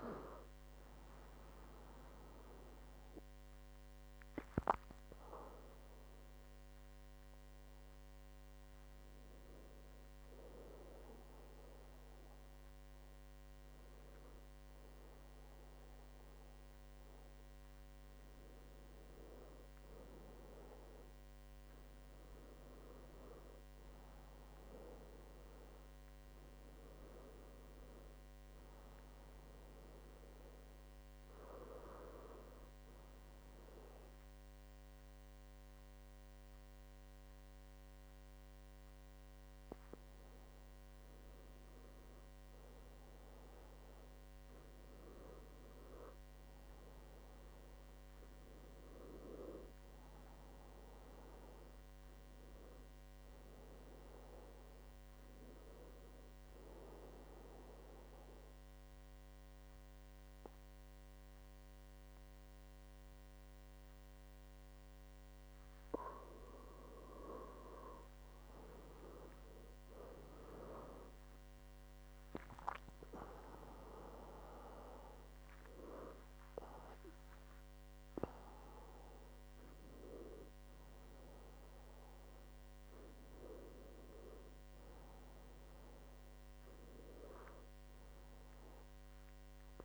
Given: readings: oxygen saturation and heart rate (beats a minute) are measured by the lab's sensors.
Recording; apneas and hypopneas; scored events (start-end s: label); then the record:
breathing in sleep by a microphone on the trachea; 1
1.50-5.00 s: arousal
3.50-13.50 s: oxygen desaturation (device-marked, oxygen 97% before, 93% lowest, heart rate 76 before, 74 extreme)
26.50-86.50 s: new sleep stage, N2 (light sleep)
48.00-51.50 s: arousal
57.00-67.00 s: obstructive apnea (oxygen 97% before, 93% lowest, heart rate 78 before, 72 extreme, up 11 after)
68.50-72.00 s: arousal
70.50-83.50 s: oxygen desaturation (device-marked, oxygen 96% before, 93% lowest, heart rate 76 before, 76 extreme)
86.50-89.85 s: new sleep stage, N1 (lightest sleep)
From the record:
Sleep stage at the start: N1 (lightest sleep); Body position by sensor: on the back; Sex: male